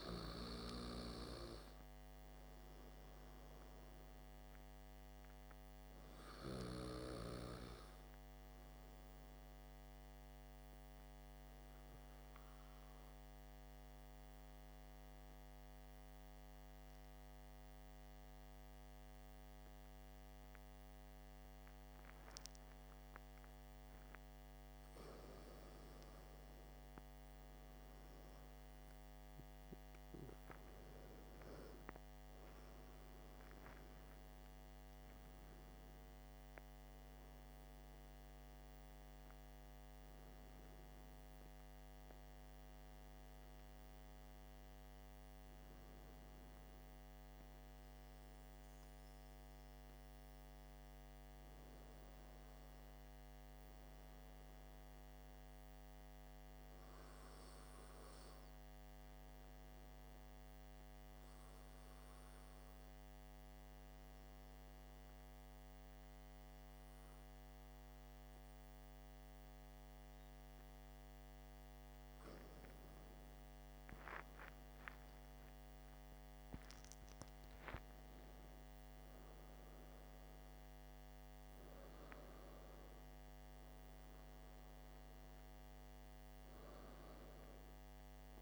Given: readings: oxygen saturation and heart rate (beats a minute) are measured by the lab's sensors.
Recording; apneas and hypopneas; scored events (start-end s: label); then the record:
breathing in sleep by a microphone on the trachea; 2
10.00-26.00 s: hypopnea (oxygen 96% before, 94% lowest, heart rate 61 before, 53 extreme, up 4 after)
31.00-35.00 s: arousal
55.50-70.00 s: hypopnea (oxygen 95% before, 95% lowest, heart rate 58 before, 52 extreme, up 15 after)
From the record:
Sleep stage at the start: N2 (light sleep); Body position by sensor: on the back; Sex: male